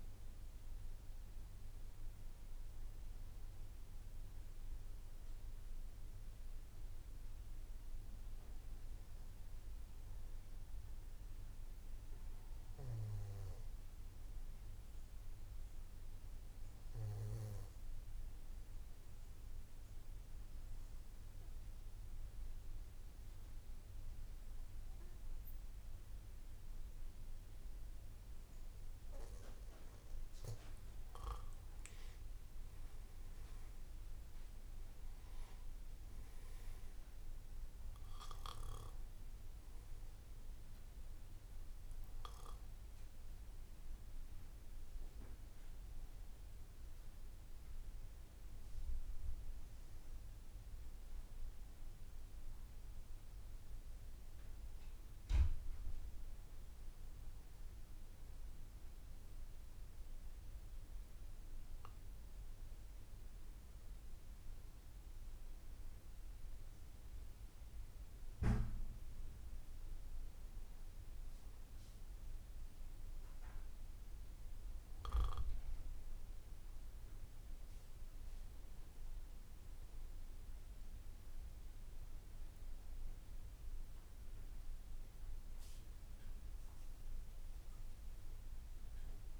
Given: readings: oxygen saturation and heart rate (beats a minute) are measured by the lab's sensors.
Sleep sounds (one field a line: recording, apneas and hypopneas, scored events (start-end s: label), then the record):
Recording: breathing in sleep by a room microphone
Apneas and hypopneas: 1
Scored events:
0.00-9.50 s: oxygen desaturation (device-marked, oxygen 94% lowest, heart rate 53 extreme)
17.00-30.00 s: obstructive apnea (oxygen 98% before, 92% lowest, heart rate 55 before, 53 extreme, up 8 after)
31.50-58.50 s: oxygen desaturation (device-marked, oxygen 96% before, 92% lowest, heart rate 55 before, 53 extreme)
From the record:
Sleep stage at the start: N3 (deep sleep)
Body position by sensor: on the back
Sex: male